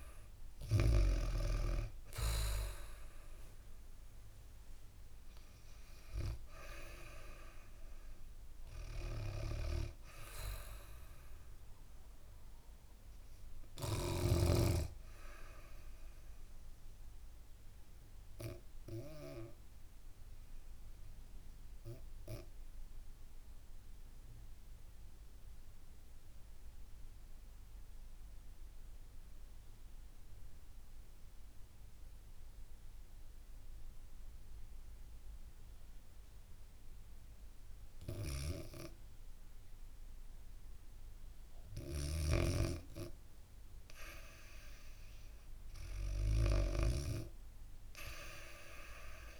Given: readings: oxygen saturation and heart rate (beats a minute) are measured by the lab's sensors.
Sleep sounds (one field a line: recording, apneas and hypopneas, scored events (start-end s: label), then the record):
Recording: breathing in sleep by a room microphone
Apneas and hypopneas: 1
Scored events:
0.00-20.00 s: oxygen desaturation (device-marked, oxygen 86% lowest, heart rate 58 extreme)
15.00-40.00 s: obstructive apnea (oxygen 97% before, 87% lowest, heart rate 73 before, 58 extreme, up 5 after)
33.00-35.00 s: bradycardia (device-marked, heart rate 72 before, 60 extreme)
35.00-49.40 s: oxygen desaturation (device-marked, oxygen 100% before, 88% lowest, heart rate 72 before, 60 extreme)
37.50-49.40 s: snoring (device-marked)
43.00-47.00 s: arousal
From the record:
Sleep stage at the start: REM sleep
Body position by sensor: on the back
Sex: female